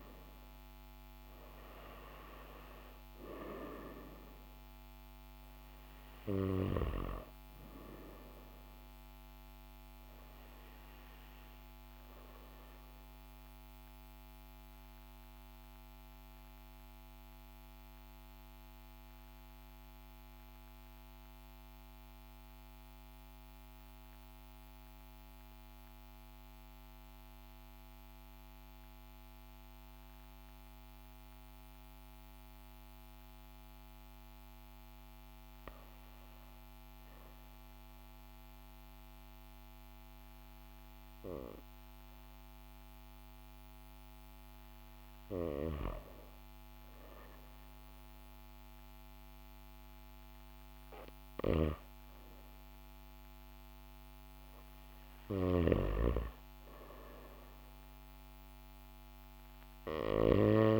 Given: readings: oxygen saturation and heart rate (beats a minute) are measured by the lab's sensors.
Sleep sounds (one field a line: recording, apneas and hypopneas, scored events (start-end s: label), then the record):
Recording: breathing in sleep by a microphone on the trachea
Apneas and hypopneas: 1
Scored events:
6.00-29.00 s: oxygen desaturation (device-marked, oxygen 97% before, 94% lowest, heart rate 42 before, 40 extreme)
14.50-35.00 s: obstructive apnea (oxygen 98% before, 94% lowest, heart rate 42 before, 40 extreme, up 1 after)
37.00-41.00 s: arousal
From the record:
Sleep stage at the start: N2 (light sleep)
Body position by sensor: on the back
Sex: male